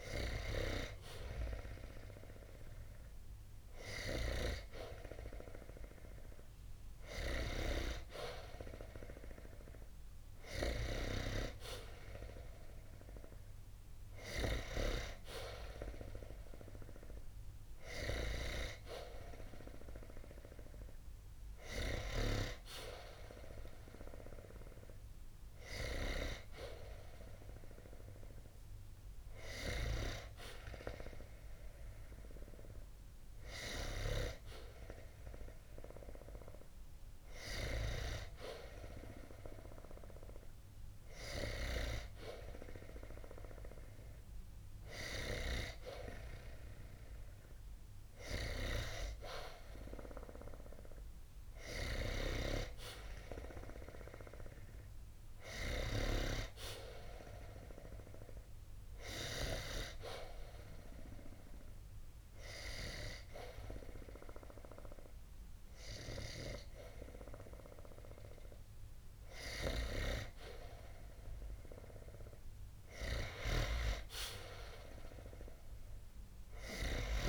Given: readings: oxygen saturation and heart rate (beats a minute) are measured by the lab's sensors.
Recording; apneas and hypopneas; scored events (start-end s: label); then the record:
breathing in sleep by a room microphone; 1
60.00-71.00 s: hypopnea (oxygen 93% before, 90% lowest, heart rate 65 before, 60 extreme, up 1 after)
73.00-76.00 s: arousal
From the record:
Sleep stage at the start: N2 (light sleep); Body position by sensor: on the back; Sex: male